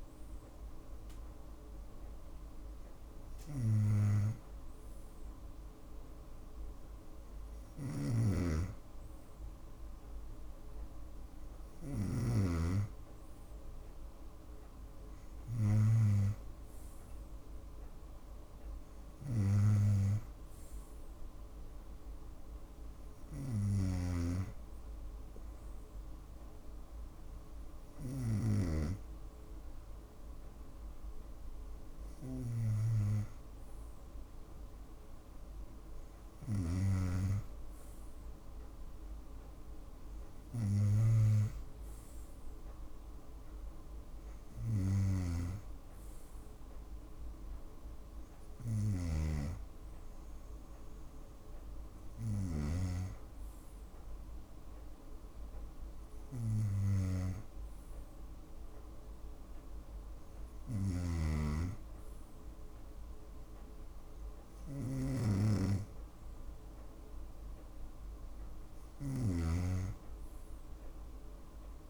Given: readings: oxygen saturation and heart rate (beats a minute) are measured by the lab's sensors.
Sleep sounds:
breathing in sleep by a room microphone; none
68.50-71.90 s: snoring (device-marked)
From the record:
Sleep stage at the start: N2 (light sleep); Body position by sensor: on the right side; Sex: female

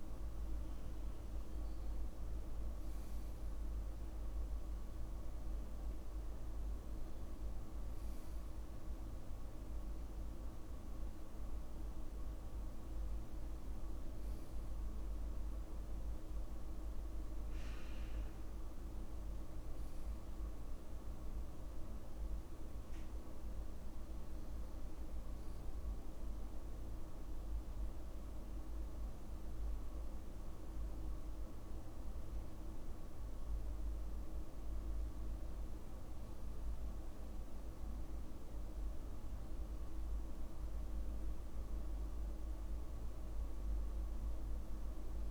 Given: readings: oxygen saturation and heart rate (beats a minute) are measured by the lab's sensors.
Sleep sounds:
breathing in sleep, hard to hear, by a room microphone; none
3.50-5.50 s: long interval between heartbeats (device-marked, heart rate 94 before, 66 extreme)
8.00-10.00 s: long interval between heartbeats (device-marked, heart rate 89 before, 61 extreme)
19.50-21.50 s: long interval between heartbeats (device-marked, heart rate 61 before, 61 extreme)
From the record:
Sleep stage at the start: N2 (light sleep); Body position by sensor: on the back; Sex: male

